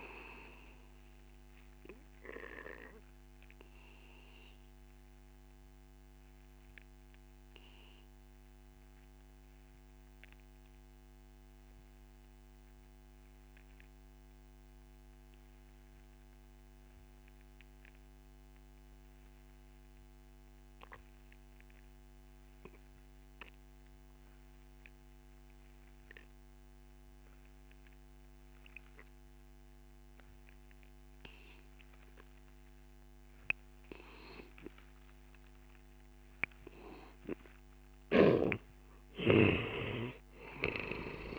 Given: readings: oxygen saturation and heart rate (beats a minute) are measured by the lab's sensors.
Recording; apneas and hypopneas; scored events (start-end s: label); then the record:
breathing in sleep by a microphone on the trachea; 1
0.00-19.00 s: oxygen desaturation (device-marked, oxygen 89% lowest)
2.50-37.00 s: obstructive apnea (oxygen 98% before, 88% lowest, heart rate 43 before, 26 extreme, up 9 after)
35.00-41.39 s: oxygen desaturation (device-marked, oxygen 96% before, 88% lowest)
38.00-41.39 s: snoring (device-marked)
39.00-41.39 s: arousal
From the record:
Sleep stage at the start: N2 (light sleep); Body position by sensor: on the back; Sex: male